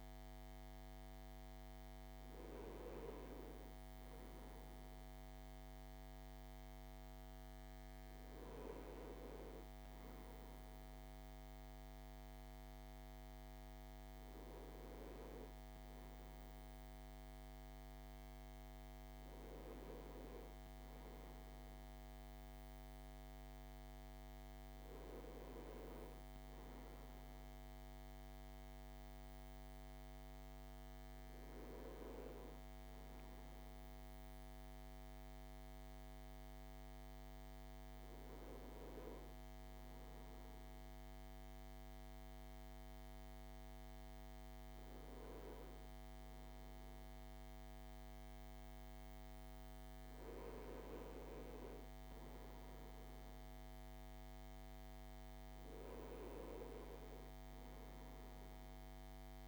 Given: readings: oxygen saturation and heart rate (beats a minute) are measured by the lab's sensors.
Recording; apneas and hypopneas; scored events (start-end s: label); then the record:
breathing in sleep by a microphone on the trachea; none
none scored
From the record:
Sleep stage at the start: N1 (lightest sleep); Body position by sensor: on the front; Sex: male